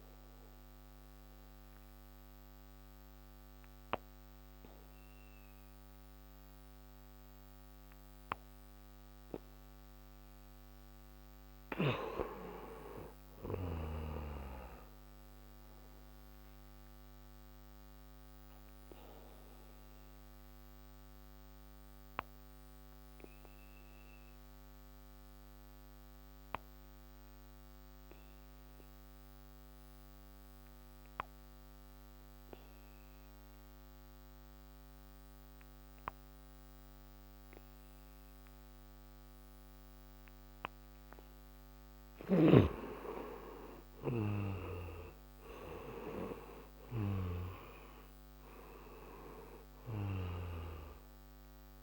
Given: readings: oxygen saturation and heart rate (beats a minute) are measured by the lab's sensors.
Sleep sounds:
breathing in sleep by a microphone on the trachea; 1
0.00-24.00 s: oxygen desaturation (device-marked, oxygen 89% lowest)
18.50-41.50 s: obstructive apnea (oxygen 97% before, 88% lowest)
43.50-48.50 s: arousal
49.00-51.83 s: oxygen desaturation (device-marked, oxygen 96% before, 88% lowest)
From the record:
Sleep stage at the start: N2 (light sleep); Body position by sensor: on the back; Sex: male

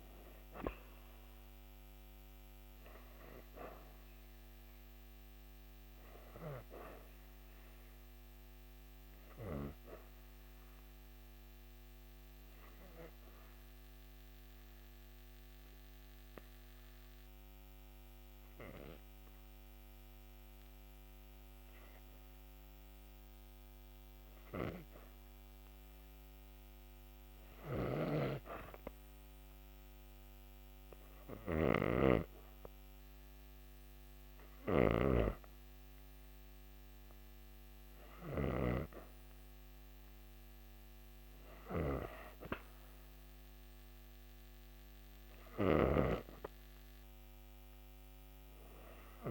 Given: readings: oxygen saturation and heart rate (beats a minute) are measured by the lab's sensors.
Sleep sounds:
breathing in sleep by a microphone on the trachea; 1
0.00-8.00 s: oxygen desaturation (device-marked, oxygen 89% lowest)
11.00-25.50 s: obstructive apnea (oxygen 95% before, 90% lowest)
27.50-31.50 s: arousal
31.00-35.00 s: snoring (device-marked)
45.00-49.31 s: oxygen desaturation (device-marked, oxygen 96% before, 90% lowest)
From the record:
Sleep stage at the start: REM sleep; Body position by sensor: on the back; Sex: female

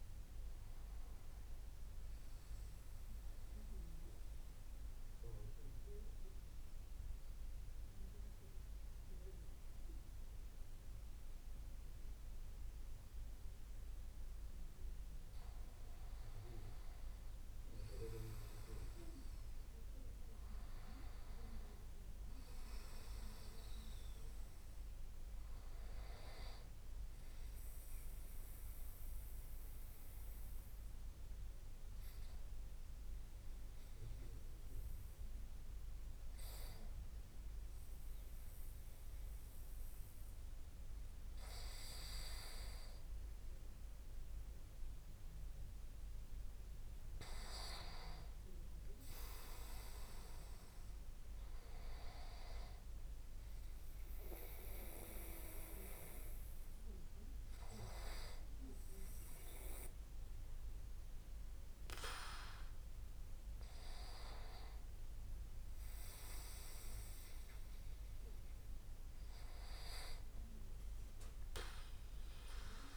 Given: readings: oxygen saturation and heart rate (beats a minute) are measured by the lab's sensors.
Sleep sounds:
breathing in sleep by a room microphone; 3
3.50-16.00 s: mixed apnea (oxygen 96% before, 92% lowest)
18.00-22.00 s: arousal
18.50-33.50 s: oxygen desaturation (device-marked, oxygen 96% before, 92% lowest)
27.00-40.50 s: obstructive apnea (oxygen 96% before, 92% lowest)
42.50-46.50 s: arousal
54.00-64.50 s: hypopnea (oxygen 96% before, 93% lowest)
66.50-70.00 s: arousal
From the record:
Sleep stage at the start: N2 (light sleep); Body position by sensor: on the back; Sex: male

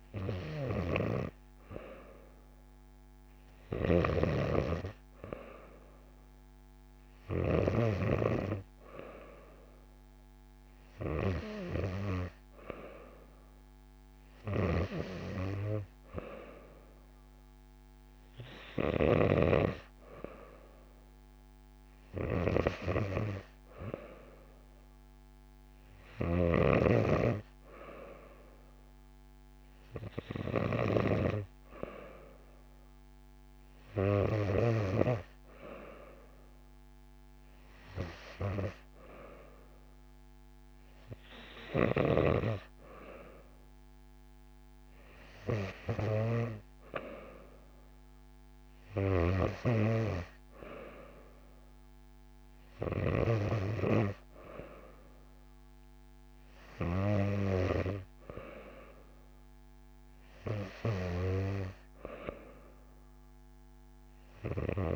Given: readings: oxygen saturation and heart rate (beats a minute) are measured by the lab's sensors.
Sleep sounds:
breathing in sleep by a microphone on the trachea; none
none scored
From the record:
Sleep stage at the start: N2 (light sleep); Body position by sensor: on the back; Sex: female

